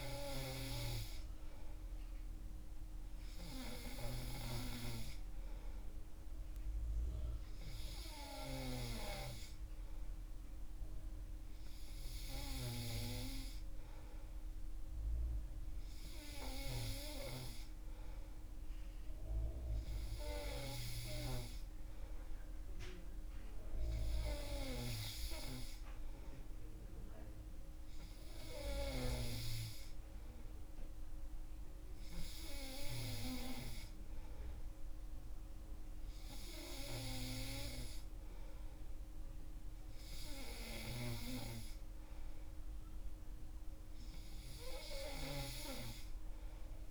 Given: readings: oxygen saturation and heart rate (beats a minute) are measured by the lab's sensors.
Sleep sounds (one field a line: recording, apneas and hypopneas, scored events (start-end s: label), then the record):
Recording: breathing in sleep by a room microphone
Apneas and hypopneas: none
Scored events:
none scored
From the record:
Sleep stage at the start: N3 (deep sleep)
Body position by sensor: on the back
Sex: male